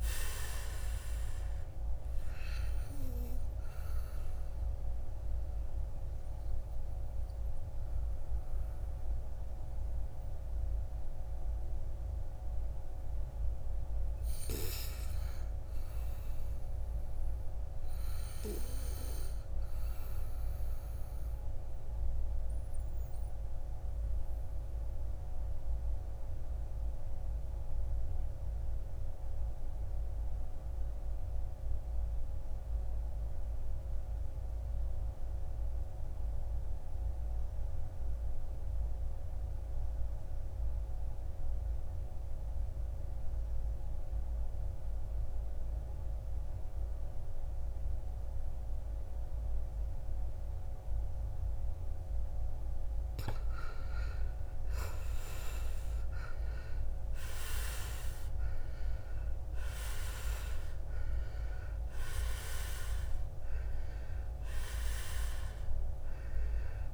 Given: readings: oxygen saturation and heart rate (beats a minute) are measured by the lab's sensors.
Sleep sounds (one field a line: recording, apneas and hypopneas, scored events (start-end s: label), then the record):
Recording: breathing in sleep by a room microphone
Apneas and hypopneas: 1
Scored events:
0.00-9.50 s: oxygen desaturation (device-marked, oxygen 76% lowest, heart rate 49 extreme)
14.50-18.00 s: arousal
19.00-21.00 s: long interval between heartbeats (device-marked, heart rate 59 before, 59 extreme)
21.50-51.50 s: obstructive apnea (oxygen 99% before, 77% lowest, heart rate 57 before, 56 extreme, up 9 after)
28.50-66.94 s: oxygen desaturation (device-marked, oxygen 99% before, 77% lowest, heart rate 55 before, 55 extreme)
53.50-57.00 s: arousal
From the record:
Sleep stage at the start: N2 (light sleep)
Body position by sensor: on the back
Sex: male